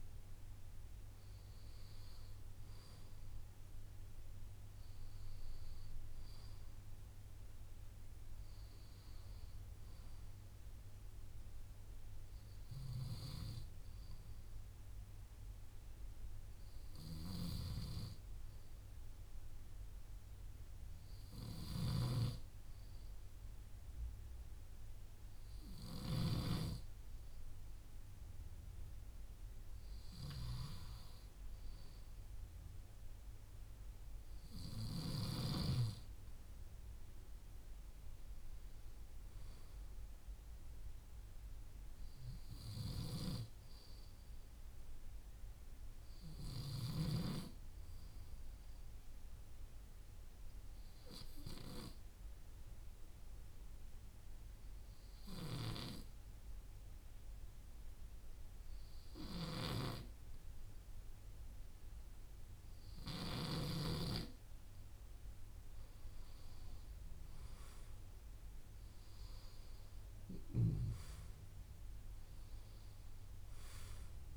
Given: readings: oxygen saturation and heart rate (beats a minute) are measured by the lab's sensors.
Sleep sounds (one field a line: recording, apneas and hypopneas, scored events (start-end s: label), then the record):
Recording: breathing in sleep by a room microphone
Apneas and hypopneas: 2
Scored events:
13.50-29.00 s: hypopnea (oxygen 95% before, 92% lowest)
30.50-34.50 s: arousal
45.50-64.50 s: obstructive apnea (oxygen 96% before, 92% lowest)
66.50-70.00 s: arousal
From the record:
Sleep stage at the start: N2 (light sleep)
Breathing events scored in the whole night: 132 in 5.7 hours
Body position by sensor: on the left side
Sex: male